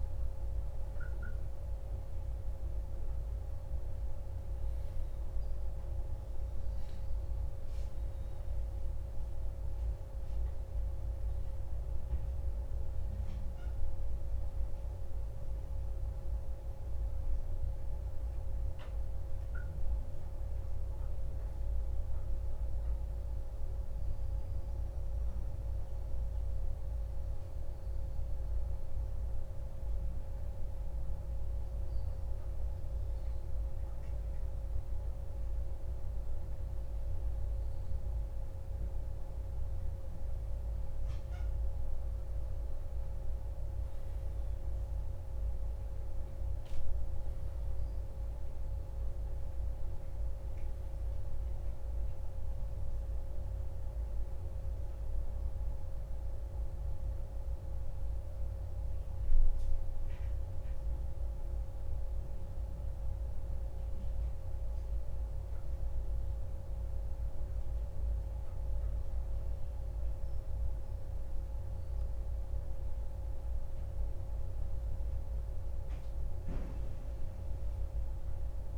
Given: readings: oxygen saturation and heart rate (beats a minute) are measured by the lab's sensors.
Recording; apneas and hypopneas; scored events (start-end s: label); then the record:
breathing in sleep, hard to hear, by a room microphone; 2
17.50-35.50 s: hypopnea (oxygen 96% before, 93% lowest, heart rate 44 before, 27 extreme, up 9 after)
38.50-43.50 s: arousal
56.50-72.00 s: obstructive apnea (oxygen 96% before, 93% lowest)
74.00-78.00 s: arousal
From the record:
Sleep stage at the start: N1 (lightest sleep); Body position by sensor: on the back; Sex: male